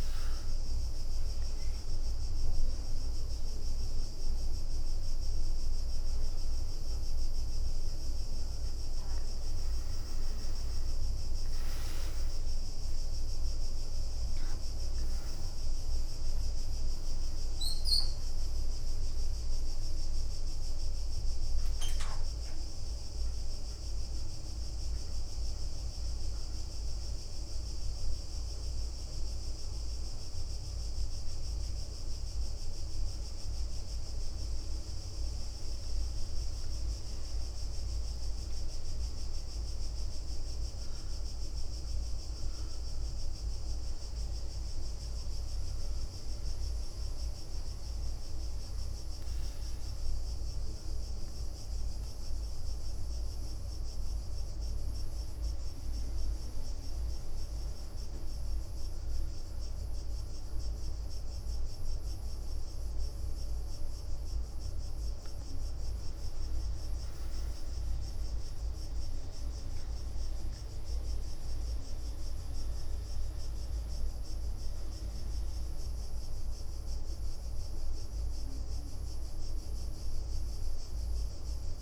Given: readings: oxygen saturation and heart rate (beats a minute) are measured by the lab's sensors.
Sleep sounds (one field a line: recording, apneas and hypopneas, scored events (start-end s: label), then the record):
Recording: breathing in sleep, hard to hear, by a room microphone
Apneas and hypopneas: 1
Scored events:
2.50-31.50 s: oxygen desaturation (device-marked, oxygen 98% before, 93% lowest, heart rate 65 before, 63 extreme)
6.50-11.00 s: arousal
9.50-12.00 s: leg movement (device-marked)
11.50-13.50 s: long interval between heartbeats (device-marked, heart rate 69 before, 91 extreme)
29.50-64.00 s: mixed apnea (oxygen 98% before, 94% lowest, heart rate 76 before, 65 extreme, up 8 after)
43.50-81.82 s: new sleep stage, N2 (light sleep)
45.50-54.50 s: leg movement (device-marked)
59.50-81.82 s: oxygen desaturation (device-marked, oxygen 97% before, 94% lowest, heart rate 68 before, 65 extreme)
65.00-72.00 s: leg movement (device-marked)
66.50-70.00 s: arousal
76.00-80.50 s: leg movement (device-marked)
From the record:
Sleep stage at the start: N1 (lightest sleep)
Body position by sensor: on the back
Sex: female